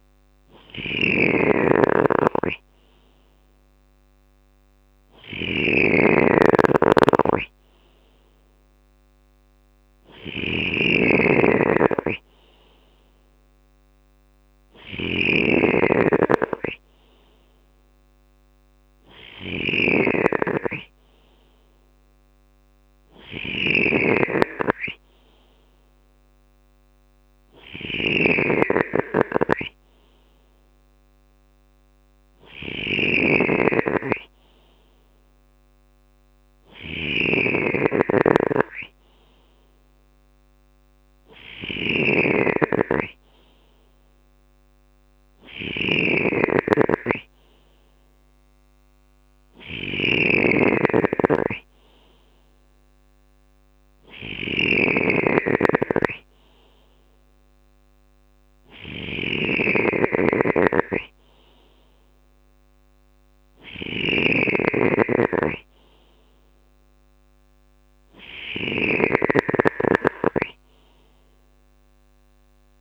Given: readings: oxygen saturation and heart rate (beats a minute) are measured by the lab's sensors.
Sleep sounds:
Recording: breathing in sleep by a microphone on the trachea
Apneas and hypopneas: none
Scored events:
0.00-72.81 s: snoring (device-marked)
From the record:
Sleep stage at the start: N3 (deep sleep)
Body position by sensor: on the left side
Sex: male

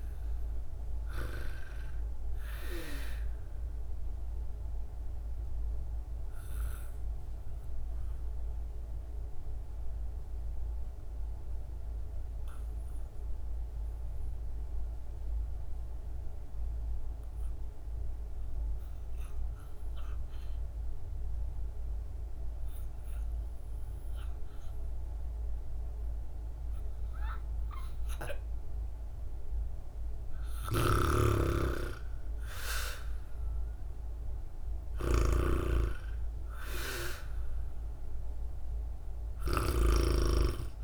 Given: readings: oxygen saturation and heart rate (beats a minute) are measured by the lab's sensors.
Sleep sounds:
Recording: breathing in sleep by a room microphone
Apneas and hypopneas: 1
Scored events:
0.00-18.50 s: oxygen desaturation (device-marked, oxygen 80% lowest, heart rate 53 extreme)
2.50-28.50 s: obstructive apnea (oxygen 97% before, 80% lowest, heart rate 59 before, 57 extreme, up 1 after)
30.00-34.00 s: arousal
30.00-39.00 s: snoring (device-marked)
30.50-40.84 s: oxygen desaturation (device-marked, oxygen 98% before, 87% lowest, heart rate 62 before, 56 extreme)
From the record:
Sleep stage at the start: REM sleep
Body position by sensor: on the back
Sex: female

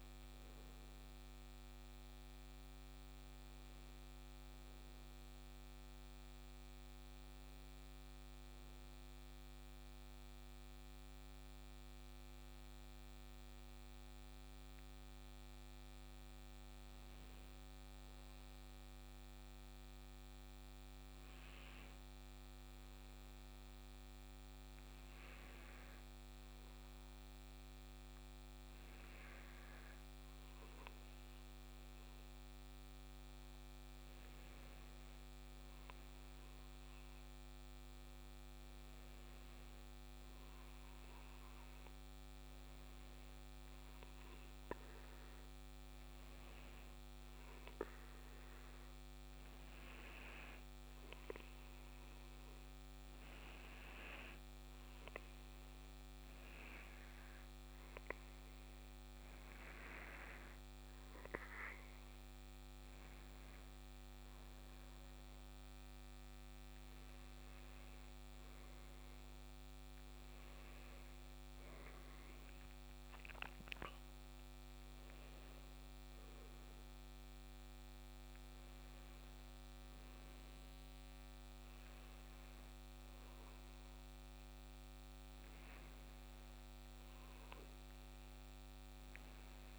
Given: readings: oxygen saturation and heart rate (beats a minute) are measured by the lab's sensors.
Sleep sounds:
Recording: breathing in sleep, hard to hear, by a microphone on the trachea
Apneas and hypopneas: 2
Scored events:
10.50-30.50 s: hypopnea (oxygen 95% before, 94% lowest, heart rate 65 before, 59 extreme, up 1 after)
31.50-51.50 s: oxygen desaturation (device-marked, oxygen 99% before, 95% lowest, heart rate 60 before, 60 extreme)
32.50-36.50 s: arousal
48.50-65.50 s: obstructive apnea (oxygen 99% before, 94% lowest, heart rate 61 before, 60 extreme, up 2 after)
67.50-72.50 s: arousal
From the record:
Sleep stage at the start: N2 (light sleep)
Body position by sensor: on the back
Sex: male

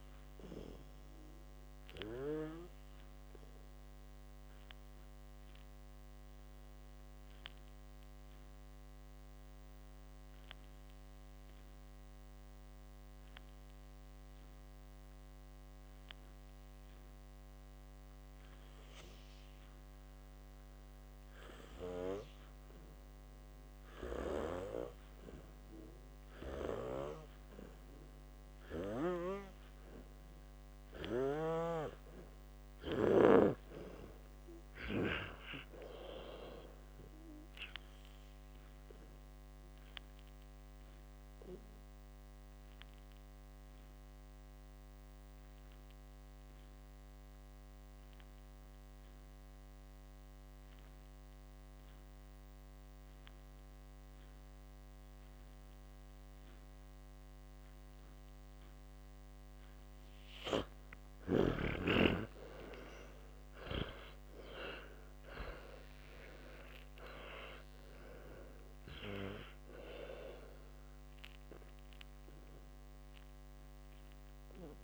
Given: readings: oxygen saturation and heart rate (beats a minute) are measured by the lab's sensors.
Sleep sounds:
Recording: breathing in sleep by a microphone on the trachea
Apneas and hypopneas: 2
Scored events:
0.00-4.00 s: oxygen desaturation (device-marked, oxygen 93% lowest, heart rate 54 extreme)
5.00-22.00 s: obstructive apnea (oxygen 97% before, 91% lowest, heart rate 67 before, 54 extreme, up 0 after)
20.00-28.00 s: oxygen desaturation (device-marked, oxygen 98% before, 93% lowest, heart rate 60 before, 54 extreme)
26.50-35.00 s: snoring (device-marked)
33.00-36.50 s: arousal
40.00-49.00 s: oxygen desaturation (device-marked, oxygen 98% before, 92% lowest, heart rate 68 before, 56 extreme)
43.00-59.50 s: obstructive apnea (oxygen 98% before, 91% lowest, heart rate 69 before, 55 extreme, up 52 after)
62.00-67.00 s: arousal
From the record:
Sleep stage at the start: N2 (light sleep)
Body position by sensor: on the back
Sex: male

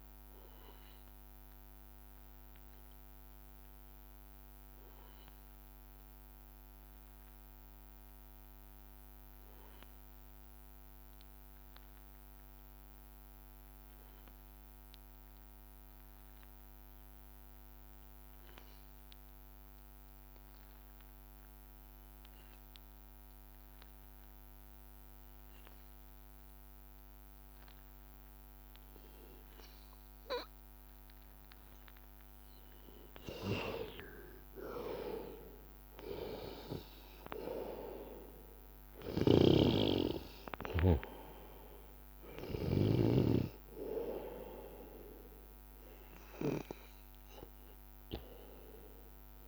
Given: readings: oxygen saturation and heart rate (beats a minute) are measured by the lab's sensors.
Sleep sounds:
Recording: breathing in sleep by a microphone on the trachea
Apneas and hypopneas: 1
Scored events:
3.00-29.00 s: hypopnea (oxygen 99% before, 89% lowest, heart rate 83 before, 80 extreme, up 5 after)
19.50-49.48 s: oxygen desaturation (device-marked, oxygen 98% before, 89% lowest, heart rate 82 before, 79 extreme)
20.00-22.00 s: long interval between heartbeats (device-marked, heart rate 82 before, 82 extreme)
31.00-34.00 s: arousal
42.00-44.00 s: long interval between heartbeats (device-marked, heart rate 83 before, 85 extreme)
From the record:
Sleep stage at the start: N2 (light sleep)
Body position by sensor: on the back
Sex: male

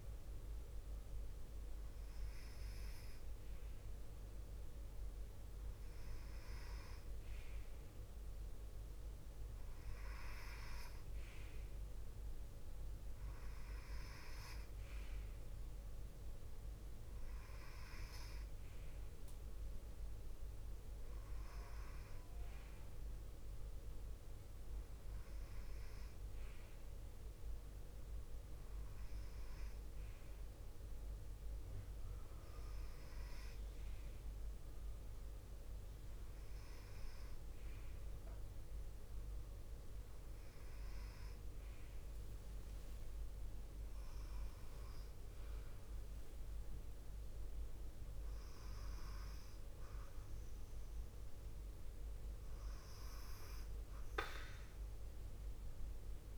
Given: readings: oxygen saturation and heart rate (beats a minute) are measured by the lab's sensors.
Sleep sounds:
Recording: breathing in sleep, hard to hear, by a room microphone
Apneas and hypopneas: none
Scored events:
40.50-45.50 s: arousal
From the record:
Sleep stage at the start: N2 (light sleep)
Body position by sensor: on the left side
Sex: female

